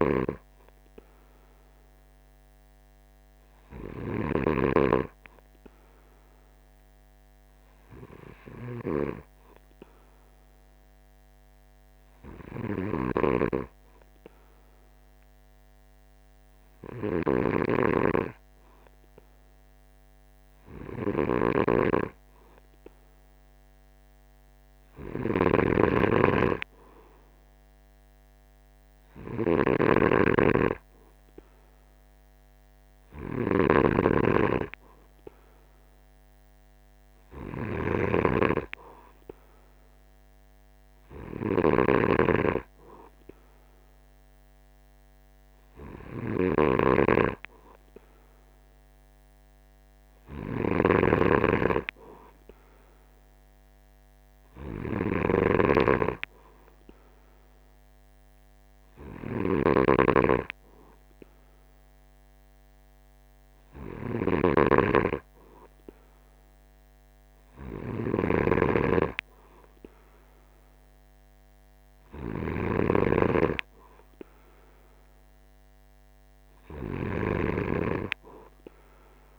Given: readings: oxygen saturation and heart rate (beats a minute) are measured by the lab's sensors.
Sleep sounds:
breathing in sleep by a microphone on the trachea; 1
0.00-4.50 s: snoring (device-marked)
6.50-25.00 s: obstructive apnea (oxygen 95% before, 94% lowest, heart rate 49 before, 49 extreme, up 1 after)
13.00-18.00 s: snoring (device-marked)
25.50-79.39 s: snoring (device-marked)
26.50-30.50 s: arousal
From the record:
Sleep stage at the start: N2 (light sleep); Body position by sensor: on the right side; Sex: male

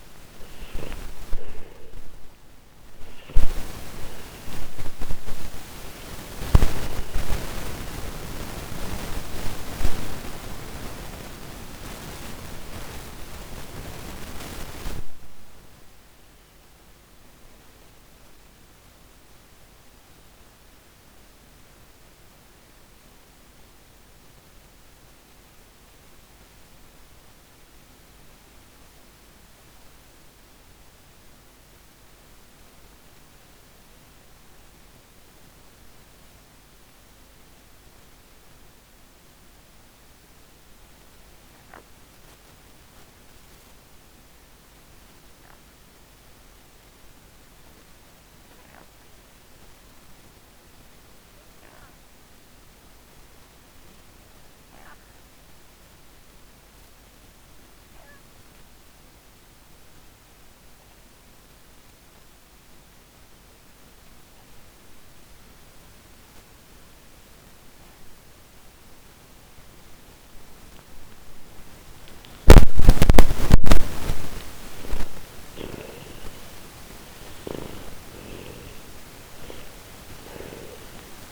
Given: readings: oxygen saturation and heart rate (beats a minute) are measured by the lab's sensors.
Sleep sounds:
breathing in sleep by a microphone on the trachea; 1
0.00-34.00 s: oxygen desaturation (device-marked, oxygen 81% lowest, heart rate 31 extreme)
8.00-71.50 s: obstructive apnea (oxygen 97% before, 81% lowest, heart rate 61 before, 44 extreme, up 10 after)
59.00-81.32 s: oxygen desaturation (device-marked, oxygen 99% before, 82% lowest)
72.50-77.50 s: arousal
From the record:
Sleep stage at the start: N2 (light sleep); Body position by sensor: on the back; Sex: male

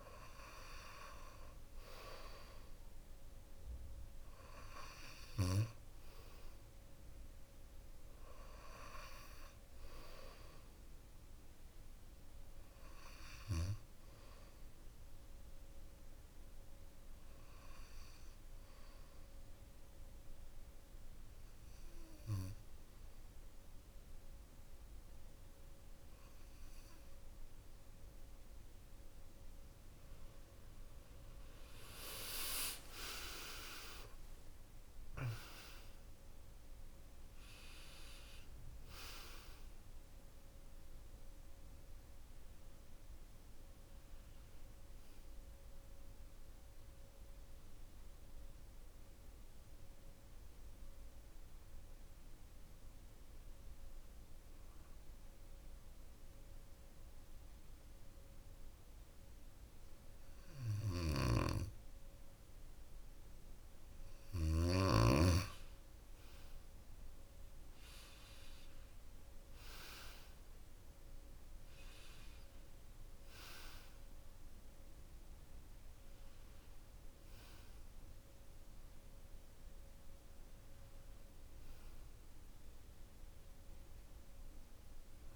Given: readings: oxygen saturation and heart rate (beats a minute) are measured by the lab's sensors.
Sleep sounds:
breathing in sleep by a room microphone; 2
17.50-29.50 s: hypopnea (oxygen 96% before, 91% lowest, heart rate 66 before, 56 extreme, up 11 after)
31.50-35.50 s: arousal
50.50-63.50 s: hypopnea (oxygen 96% before, 91% lowest, heart rate 65 before, 53 extreme, up 14 after)
60.00-64.00 s: snoring (device-marked)
66.00-70.00 s: arousal
68.50-85.36 s: oxygen desaturation (device-marked, oxygen 97% before, 91% lowest, heart rate 60 before, 53 extreme)
From the record:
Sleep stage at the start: N2 (light sleep); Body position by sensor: on the back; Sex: male

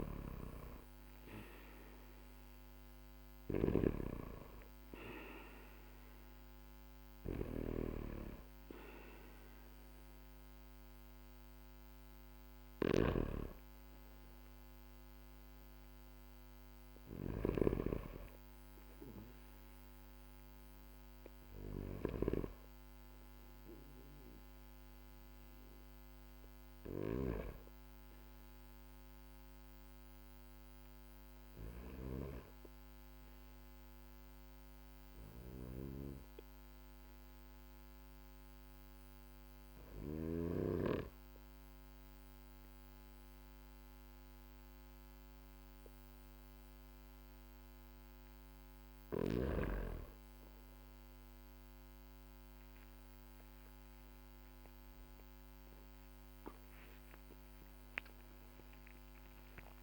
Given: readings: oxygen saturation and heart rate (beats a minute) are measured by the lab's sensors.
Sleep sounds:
breathing in sleep by a microphone on the trachea; 1
0.00-27.00 s: snoring (device-marked)
30.00-47.00 s: hypopnea (oxygen 97% before, 95% lowest, heart rate 50 before, 47 extreme, up 12 after)
35.00-40.00 s: snoring (device-marked)
54.00-59.50 s: arousal
From the record:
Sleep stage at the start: N2 (light sleep); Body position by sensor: on the back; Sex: male

